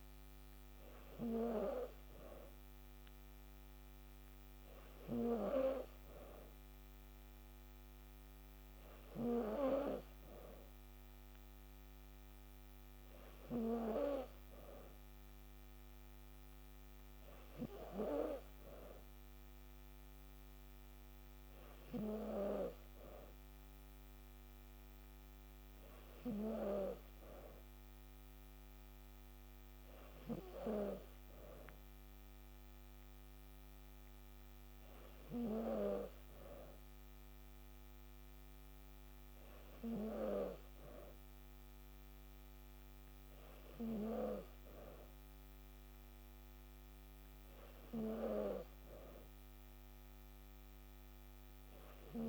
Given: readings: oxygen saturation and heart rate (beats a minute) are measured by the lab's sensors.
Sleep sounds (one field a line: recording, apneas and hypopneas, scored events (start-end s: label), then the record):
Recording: breathing in sleep by a microphone on the trachea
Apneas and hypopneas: none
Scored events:
none scored
From the record:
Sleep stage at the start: N3 (deep sleep)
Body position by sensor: on the back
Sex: female